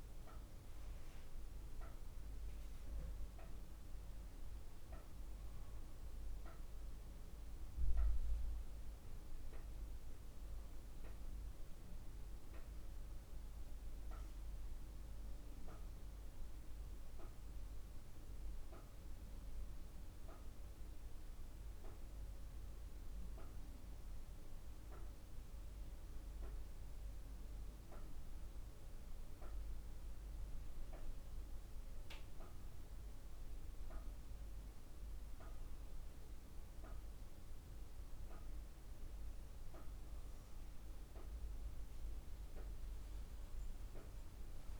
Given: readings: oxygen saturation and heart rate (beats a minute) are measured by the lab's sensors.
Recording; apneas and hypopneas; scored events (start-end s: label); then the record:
breathing in sleep, hard to hear, by a room microphone; none
0.00-16.50 s: oxygen desaturation (device-marked, oxygen 89% lowest, heart rate 49 extreme)
From the record:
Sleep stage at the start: N2 (light sleep); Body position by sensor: on the back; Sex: female